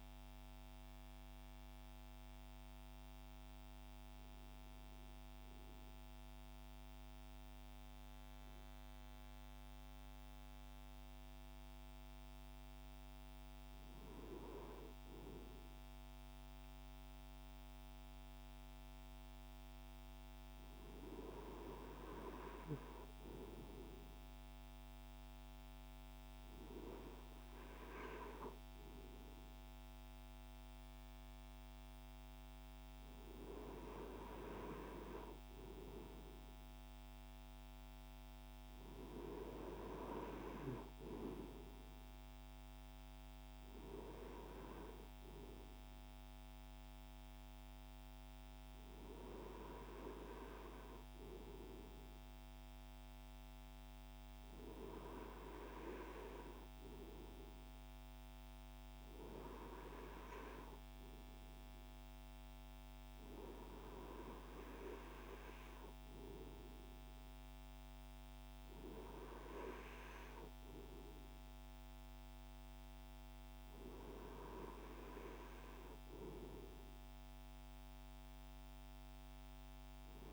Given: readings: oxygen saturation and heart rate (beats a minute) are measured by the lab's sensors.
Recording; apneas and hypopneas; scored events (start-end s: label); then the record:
breathing in sleep by a microphone on the trachea; none
none scored
From the record:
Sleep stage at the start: N2 (light sleep); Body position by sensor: on the right side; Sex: male